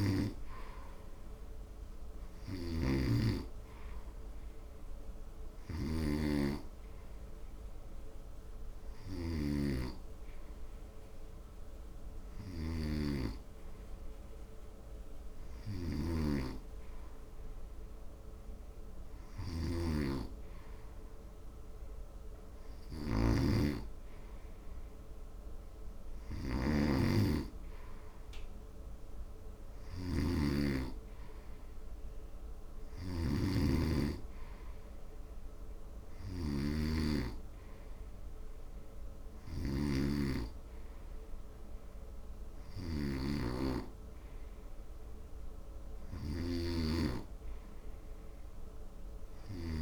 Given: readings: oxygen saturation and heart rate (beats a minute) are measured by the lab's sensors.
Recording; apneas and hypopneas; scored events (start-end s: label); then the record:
breathing in sleep by a room microphone; none
29.50-33.50 s: snoring (device-marked)
From the record:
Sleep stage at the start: N2 (light sleep); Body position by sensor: on the front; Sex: male